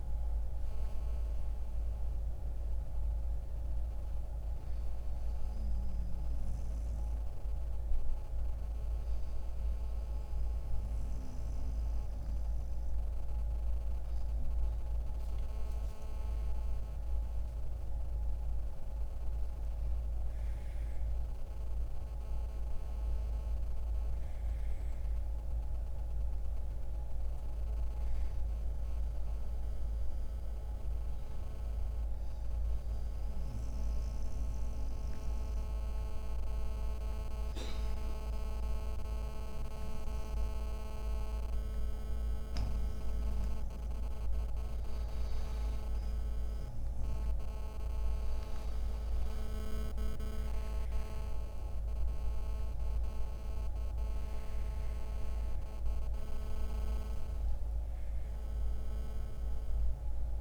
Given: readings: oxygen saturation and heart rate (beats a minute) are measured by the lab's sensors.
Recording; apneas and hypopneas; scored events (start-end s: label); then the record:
breathing in sleep by a room microphone; 1
32.00-43.50 s: hypopnea (oxygen 95% before, 91% lowest, heart rate 64 before, 64 extreme, up 4 after)
46.50-52.00 s: arousal
53.00-60.41 s: oxygen desaturation (device-marked, oxygen 96% before, 91% lowest, heart rate 64 before, 60 extreme)
From the record:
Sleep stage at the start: N1 (lightest sleep); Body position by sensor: on the back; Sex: male